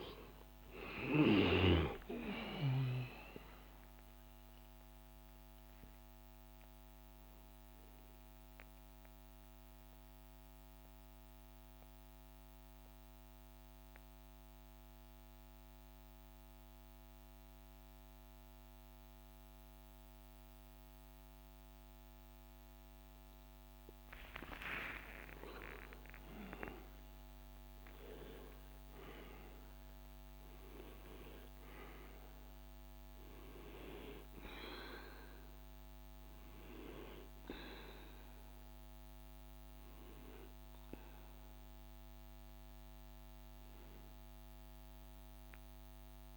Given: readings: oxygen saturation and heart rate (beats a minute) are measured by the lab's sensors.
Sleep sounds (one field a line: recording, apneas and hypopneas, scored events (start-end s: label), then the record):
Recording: breathing in sleep by a microphone on the trachea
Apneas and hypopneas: 1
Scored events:
8.00-22.50 s: central apnea (oxygen 95% before, 92% lowest, heart rate 70 before, 53 extreme, up 15 after)
23.00-28.50 s: arousal
29.00-46.36 s: oxygen desaturation (device-marked, oxygen 98% before, 93% lowest, heart rate 60 before, 52 extreme)
From the record:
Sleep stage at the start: N2 (light sleep)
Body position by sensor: on the right side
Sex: male